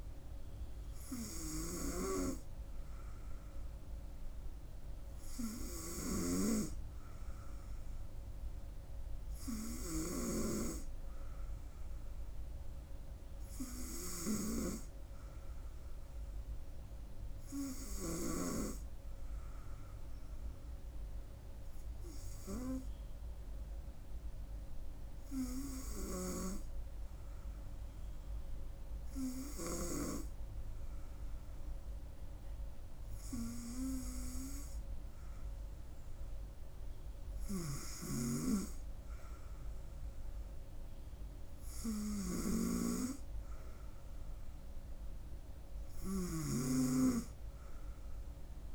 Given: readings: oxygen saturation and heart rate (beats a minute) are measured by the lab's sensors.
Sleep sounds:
breathing in sleep by a room microphone; 1
21.00-34.00 s: hypopnea (oxygen 96% before, 95% lowest, heart rate 70 before, 66 extreme, up 1 after)
36.00-39.00 s: arousal
From the record:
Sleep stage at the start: N2 (light sleep); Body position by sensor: on the front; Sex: female

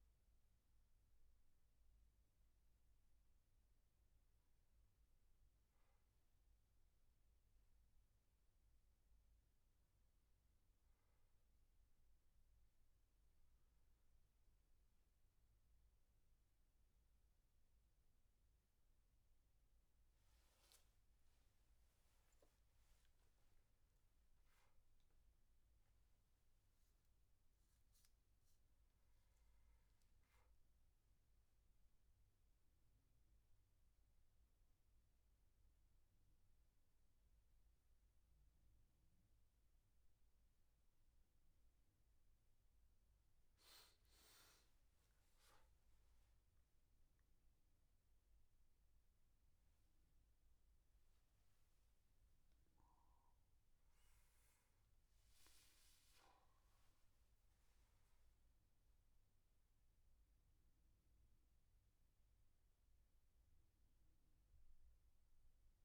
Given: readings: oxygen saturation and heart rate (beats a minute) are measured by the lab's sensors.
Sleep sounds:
breathing in sleep, hard to hear, by a room microphone; none
46.00-51.00 s: arousal
From the record:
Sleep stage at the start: N1 (lightest sleep); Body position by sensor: on the back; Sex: male

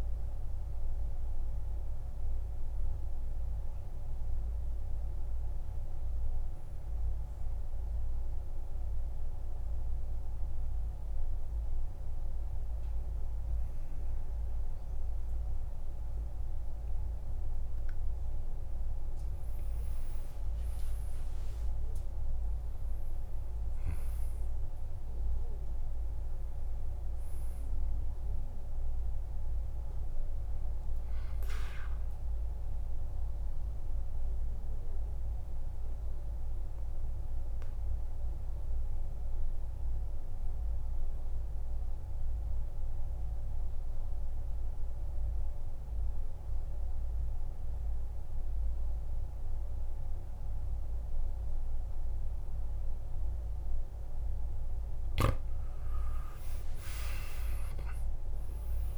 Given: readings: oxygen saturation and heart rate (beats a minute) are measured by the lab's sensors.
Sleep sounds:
breathing in sleep, hard to hear, by a room microphone; 2
0.00-4.00 s: oxygen desaturation (device-marked, oxygen 91% lowest, heart rate 51 extreme)
8.50-19.50 s: obstructive apnea (oxygen 99% before, 89% lowest, heart rate 60 before, 51 extreme, up 14 after)
20.00-44.00 s: oxygen desaturation (device-marked, oxygen 99% before, 94% lowest, heart rate 53 before, 52 extreme)
21.00-26.00 s: arousal
33.50-54.50 s: obstructive apnea (oxygen 99% before, 89% lowest, heart rate 58 before, 52 extreme, up 15 after)
55.00-58.98 s: oxygen desaturation (device-marked, oxygen 98% before, 89% lowest, heart rate 54 before, 50 extreme)
57.00-58.98 s: arousal
From the record:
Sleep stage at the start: N2 (light sleep); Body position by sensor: on the back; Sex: male

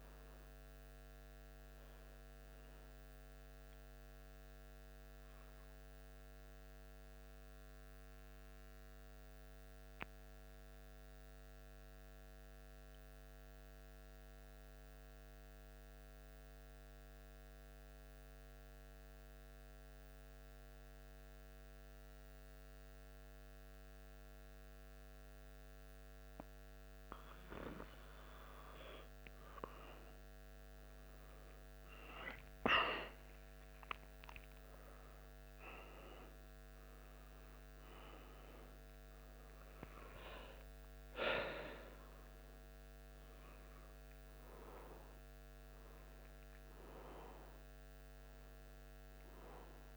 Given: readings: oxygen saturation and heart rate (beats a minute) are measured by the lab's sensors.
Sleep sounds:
breathing in sleep by a microphone on the trachea; 1
2.50-27.00 s: mixed apnea (oxygen 96% before, 92% lowest, heart rate 76 before, 75 extreme, up 1 after)
29.00-33.50 s: arousal
30.50-49.97 s: oxygen desaturation (device-marked, oxygen 95% before, 92% lowest, heart rate 75 before, 72 extreme)
34.50-49.97 s: new sleep stage, N1 (lightest sleep)
From the record:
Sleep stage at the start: N2 (light sleep); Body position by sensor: on the back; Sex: male

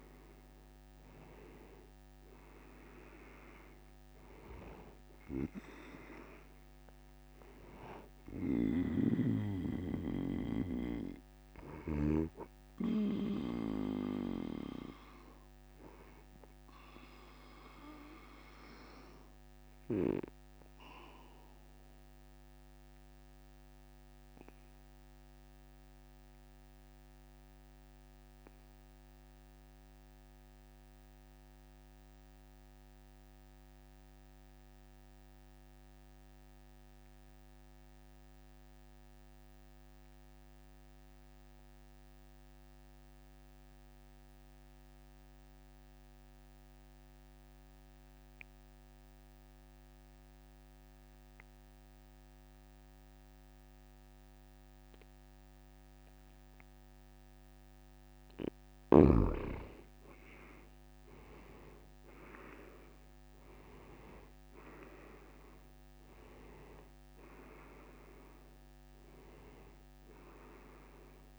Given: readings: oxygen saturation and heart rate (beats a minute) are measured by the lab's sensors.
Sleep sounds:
breathing in sleep by a microphone on the trachea; 1
0.00-33.50 s: oxygen desaturation (device-marked, oxygen 87% lowest, heart rate 49 extreme)
12.50-15.50 s: arousal
18.00-57.00 s: obstructive apnea (oxygen 97% before, 82% lowest, heart rate 58 before, 49 extreme, up 22 after)
48.50-71.38 s: oxygen desaturation (device-marked, oxygen 98% before, 90% lowest, heart rate 51 before, 52 extreme)
59.50-62.50 s: arousal
From the record:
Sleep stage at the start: N2 (light sleep); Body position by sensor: on the back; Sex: male

